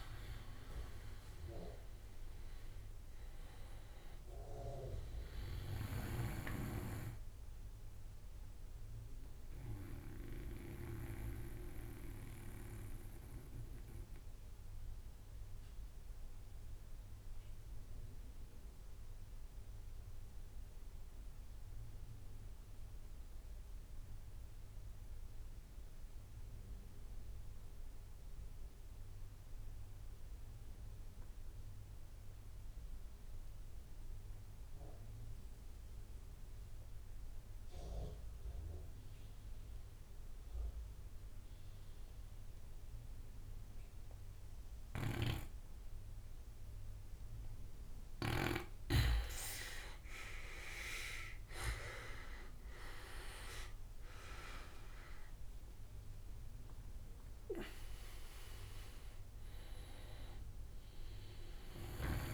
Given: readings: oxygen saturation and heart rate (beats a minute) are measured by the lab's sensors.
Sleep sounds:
breathing in sleep by a room microphone; 1
0.00-1.50 s: arousal
0.00-12.00 s: oxygen desaturation (device-marked, oxygen 89% lowest)
8.00-44.50 s: obstructive apnea (oxygen 97% before, 85% lowest)
37.00-62.34 s: oxygen desaturation (device-marked, oxygen 98% before, 85% lowest)
44.00-47.50 s: snoring (device-marked)
50.00-55.00 s: drop in pulse transit time (device-marked)
51.50-56.50 s: arousal
61.00-62.34 s: snoring (device-marked)
From the record:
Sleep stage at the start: N2 (light sleep); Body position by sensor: on the right side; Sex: male

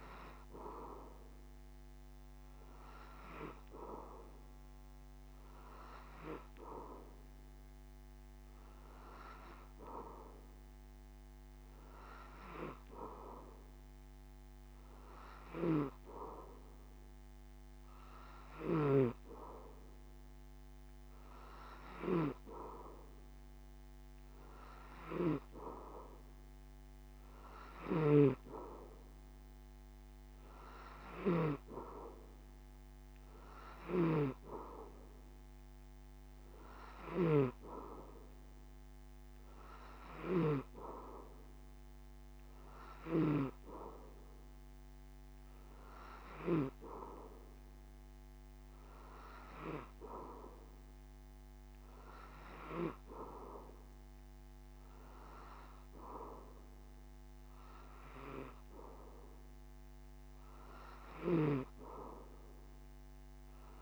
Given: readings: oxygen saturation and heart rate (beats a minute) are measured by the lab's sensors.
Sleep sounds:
breathing in sleep by a microphone on the trachea; none
28.00-43.50 s: snoring (device-marked)
From the record:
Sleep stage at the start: N3 (deep sleep); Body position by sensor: on the back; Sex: male

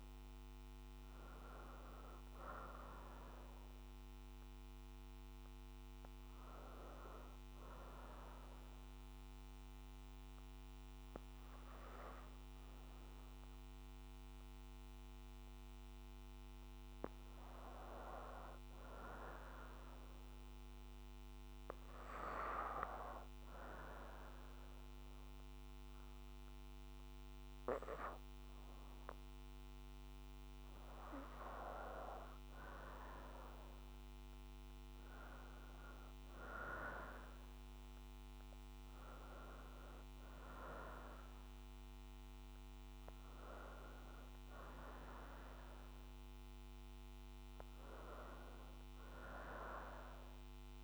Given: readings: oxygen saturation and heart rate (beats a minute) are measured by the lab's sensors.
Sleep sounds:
breathing in sleep by a microphone on the trachea; 1
7.50-18.50 s: obstructive apnea (oxygen 94% before, 90% lowest, heart rate 60 before, 59 extreme, up 1 after)
21.50-25.50 s: arousal
29.50-40.50 s: oxygen desaturation (device-marked, oxygen 94% before, 91% lowest, heart rate 60 before, 62 extreme)
41.50-50.84 s: new sleep stage, N1 (lightest sleep)
From the record:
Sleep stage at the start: N2 (light sleep); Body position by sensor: on the back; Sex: female

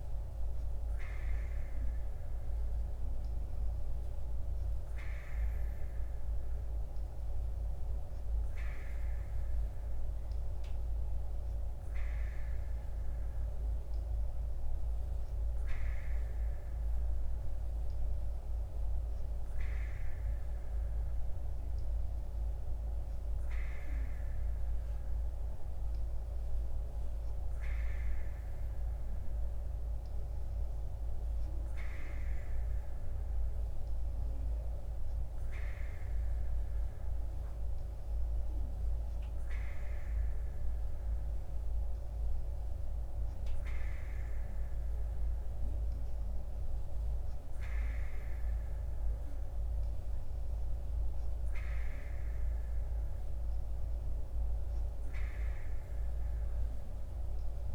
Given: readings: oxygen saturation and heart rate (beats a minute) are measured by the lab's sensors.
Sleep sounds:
breathing in sleep, hard to hear, by a room microphone; none
none scored
From the record:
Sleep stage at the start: N2 (light sleep); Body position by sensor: on the right side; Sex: female

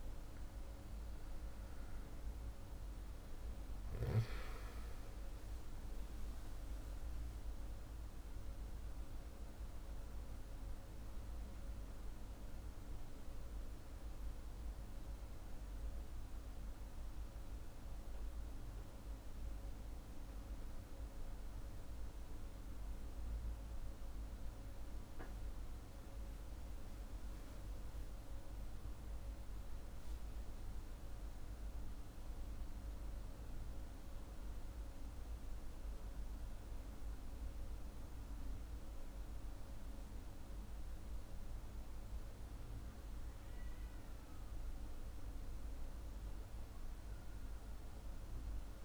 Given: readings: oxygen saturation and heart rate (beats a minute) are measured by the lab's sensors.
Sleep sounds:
breathing in sleep, hard to hear, by a room microphone; none
4.50-8.50 s: arousal
From the record:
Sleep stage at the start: N2 (light sleep); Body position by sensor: on the back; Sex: male

